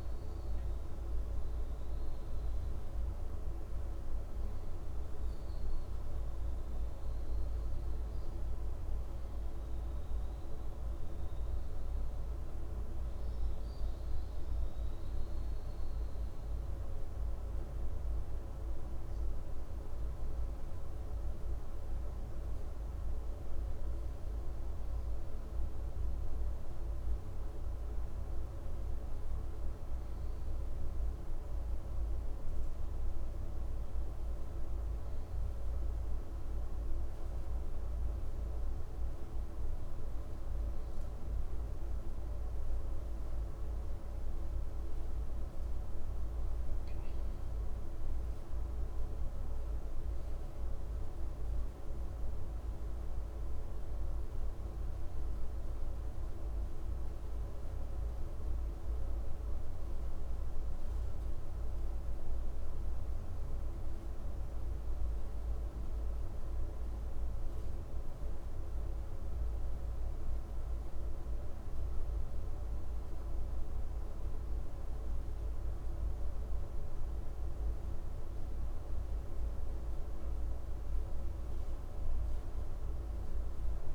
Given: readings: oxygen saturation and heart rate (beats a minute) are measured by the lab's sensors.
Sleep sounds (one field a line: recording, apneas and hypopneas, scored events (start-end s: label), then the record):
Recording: breathing in sleep, hard to hear, by a room microphone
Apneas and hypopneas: none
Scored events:
none scored
From the record:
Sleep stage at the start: N1 (lightest sleep)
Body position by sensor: on the back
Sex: male